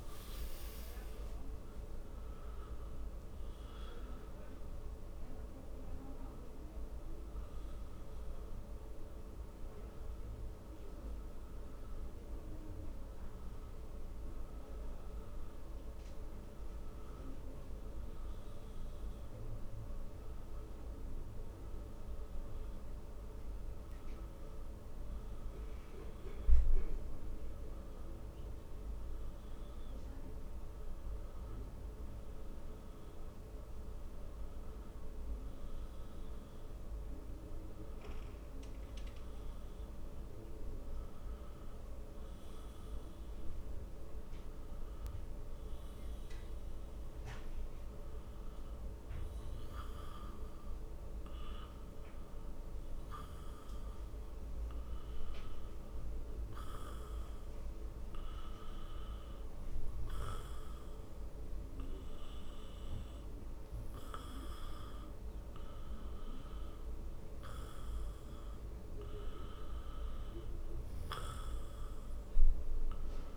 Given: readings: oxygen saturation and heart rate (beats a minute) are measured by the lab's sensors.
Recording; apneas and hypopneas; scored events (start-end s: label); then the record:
breathing in sleep, hard to hear, by a room microphone; 1
24.50-29.00 s: arousal
33.50-46.00 s: obstructive apnea (oxygen 96% before, 90% lowest, heart rate 71 before, 64 extreme, up 0 after)
47.50-51.00 s: arousal
52.00-73.36 s: oxygen desaturation (device-marked, oxygen 96% before, 90% lowest, heart rate 67 before, 62 extreme)
From the record:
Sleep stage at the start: N2 (light sleep); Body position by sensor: on the back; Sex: male